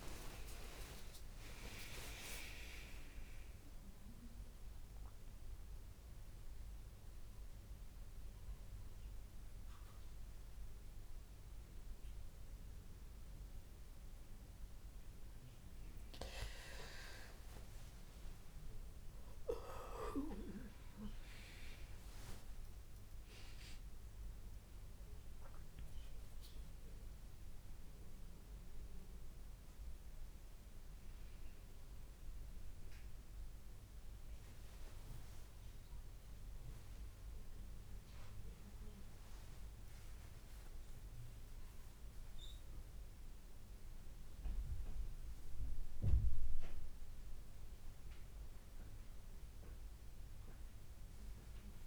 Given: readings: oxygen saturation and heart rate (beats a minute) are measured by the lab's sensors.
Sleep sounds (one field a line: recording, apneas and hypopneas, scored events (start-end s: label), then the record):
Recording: a person awake in a sleep study, by a room microphone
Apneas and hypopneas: none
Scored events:
none scored
From the record:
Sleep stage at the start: awake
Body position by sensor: on the back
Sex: female